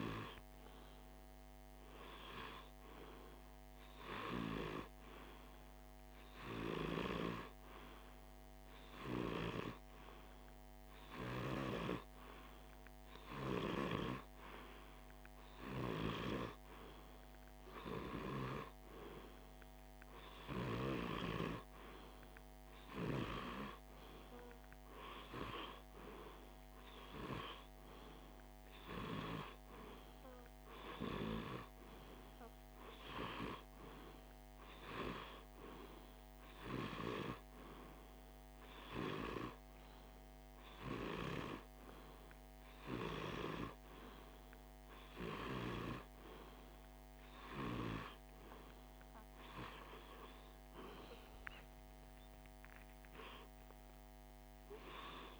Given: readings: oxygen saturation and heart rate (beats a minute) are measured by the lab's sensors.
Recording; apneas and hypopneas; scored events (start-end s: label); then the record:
breathing in sleep by a microphone on the trachea; 1
3.50-17.00 s: hypopnea (oxygen 98% before, 95% lowest, heart rate 50 before, 50 extreme, up 1 after)
19.00-22.50 s: arousal
From the record:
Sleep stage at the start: REM sleep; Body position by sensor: on the left side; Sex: male